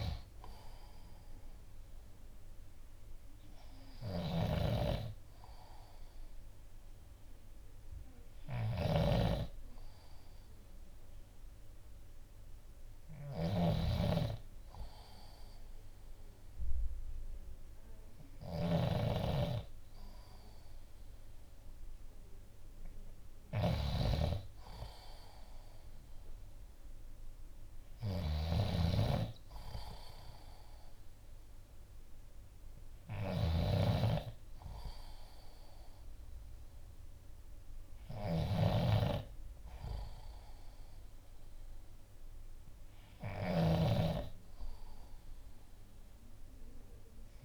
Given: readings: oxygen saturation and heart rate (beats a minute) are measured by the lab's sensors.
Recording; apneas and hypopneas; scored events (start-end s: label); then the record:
breathing in sleep by a room microphone; none
0.00-47.45 s: snoring (device-marked)
From the record:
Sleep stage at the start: N2 (light sleep); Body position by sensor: on the left side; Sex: male